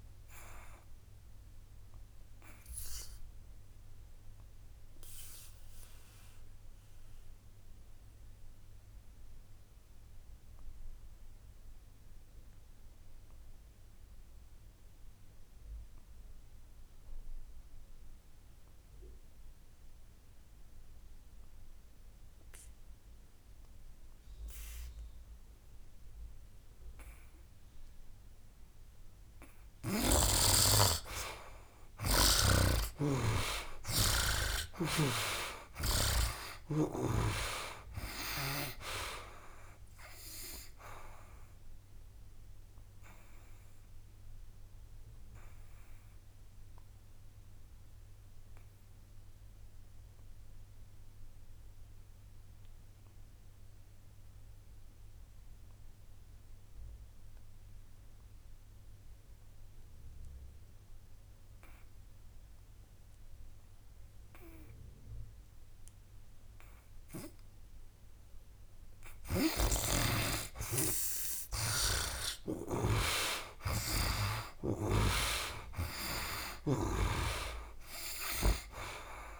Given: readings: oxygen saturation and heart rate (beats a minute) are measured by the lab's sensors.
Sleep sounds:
breathing in sleep by a room microphone; 2
0.00-18.50 s: oxygen desaturation (device-marked, oxygen 75% lowest, heart rate 62 extreme)
0.50-29.50 s: obstructive apnea (oxygen 99% before, 72% lowest, heart rate 71 before, 62 extreme, up 14 after)
30.50-62.50 s: oxygen desaturation (device-marked, oxygen 98% before, 72% lowest, heart rate 65 before, 63 extreme)
32.50-36.00 s: snoring (device-marked)
32.50-37.00 s: arousal
42.50-67.50 s: obstructive apnea (oxygen 98% before, 72% lowest, heart rate 70 before, 63 extreme, up 8 after)
69.00-77.00 s: snoring (device-marked)
70.00-74.50 s: arousal
71.50-79.40 s: oxygen desaturation (device-marked, oxygen 98% before, 74% lowest, heart rate 65 before, 63 extreme)
From the record:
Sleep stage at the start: N2 (light sleep); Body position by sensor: on the back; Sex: male

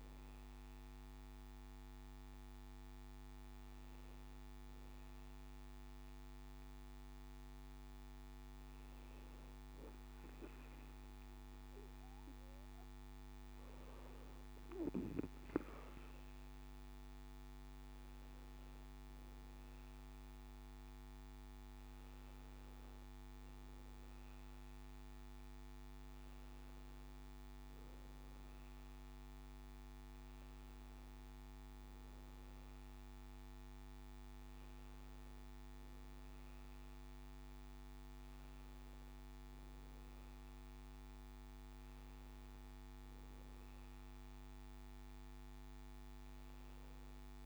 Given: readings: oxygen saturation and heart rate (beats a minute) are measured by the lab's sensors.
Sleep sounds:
breathing in sleep, hard to hear, by a microphone on the trachea; none
none scored
From the record:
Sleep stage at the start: N2 (light sleep); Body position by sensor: on the back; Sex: male

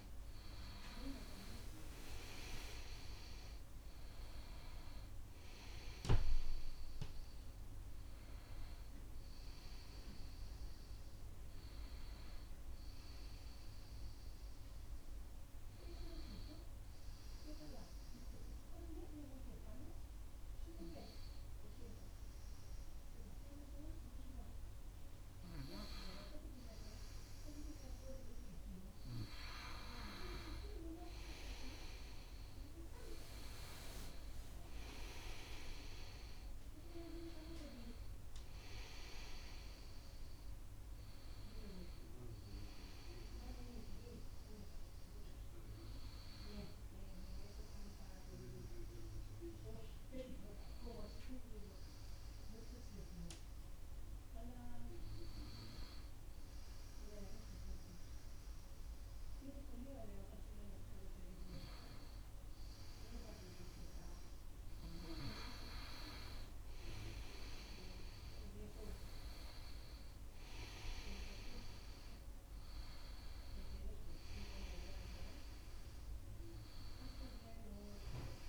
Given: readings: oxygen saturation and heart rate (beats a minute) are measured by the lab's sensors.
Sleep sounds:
breathing in sleep by a room microphone; 2
0.00-1.00 s: arousal
8.00-10.00 s: long interval between heartbeats (device-marked, heart rate 76 before, 88 extreme)
11.50-13.50 s: long interval between heartbeats (device-marked, heart rate 79 before, 90 extreme)
15.00-27.50 s: obstructive apnea (oxygen 96% before, 90% lowest, heart rate 81 before, 68 extreme, up 10 after)
24.00-26.00 s: long interval between heartbeats (device-marked, heart rate 81 before, 80 extreme)
30.00-34.00 s: arousal
31.50-33.50 s: long interval between heartbeats (device-marked, heart rate 78 before, 79 extreme)
34.50-53.50 s: oxygen desaturation (device-marked, oxygen 96% before, 90% lowest, heart rate 76 before, 68 extreme)
47.50-63.50 s: obstructive apnea (oxygen 97% before, 90% lowest, heart rate 75 before, 68 extreme, up 13 after)
65.00-69.50 s: arousal
66.00-68.00 s: long interval between heartbeats (device-marked, heart rate 70 before, 77 extreme)
66.50-78.49 s: oxygen desaturation (device-marked, oxygen 97% before, 92% lowest, heart rate 70 before, 65 extreme)
From the record:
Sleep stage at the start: N2 (light sleep); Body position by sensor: on the right side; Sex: male

